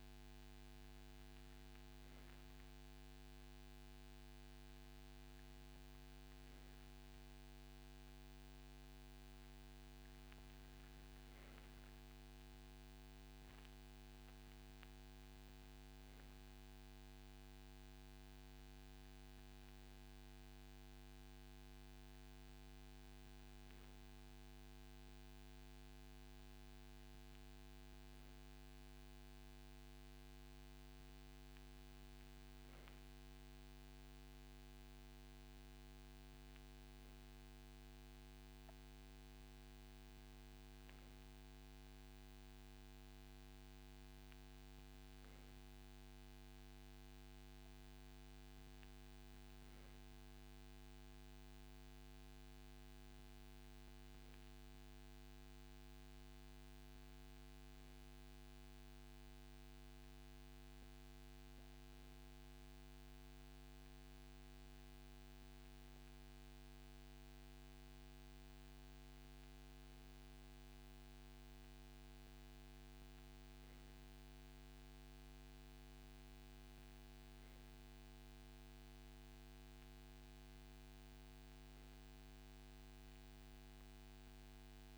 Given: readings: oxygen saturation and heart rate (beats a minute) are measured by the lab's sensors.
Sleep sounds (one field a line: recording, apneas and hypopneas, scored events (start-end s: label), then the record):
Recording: breathing in sleep, hard to hear, by a microphone on the trachea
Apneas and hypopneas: none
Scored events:
42.00-84.97 s: new sleep stage, N2 (light sleep)
From the record:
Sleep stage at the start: N3 (deep sleep)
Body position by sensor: on the right side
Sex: male